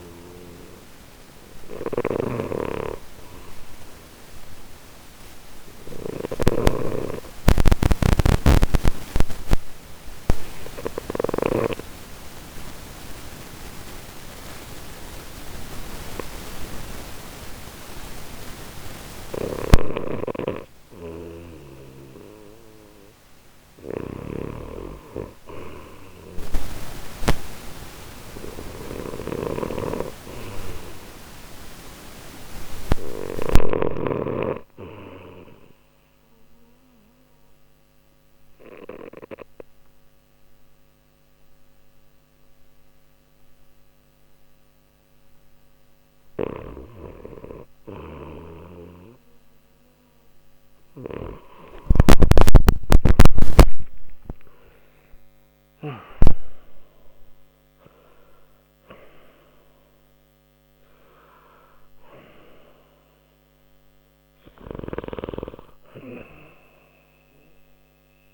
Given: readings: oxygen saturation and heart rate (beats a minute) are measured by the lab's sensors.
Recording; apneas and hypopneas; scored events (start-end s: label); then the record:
breathing in sleep by a microphone on the trachea; 2
0.00-11.00 s: snoring (device-marked)
7.00-21.50 s: obstructive apnea (oxygen 94% before, 89% lowest, heart rate 61 before, 59 extreme, up 1 after)
19.00-33.50 s: snoring (device-marked)
24.50-29.00 s: arousal
36.50-47.00 s: obstructive apnea (oxygen 95% before, 89% lowest, heart rate 60 before, 59 extreme, up 1 after)
39.50-64.50 s: oxygen desaturation (device-marked, oxygen 95% before, 89% lowest, heart rate 60 before, 59 extreme)
51.00-55.50 s: arousal
From the record:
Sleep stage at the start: REM sleep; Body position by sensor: on the left side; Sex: male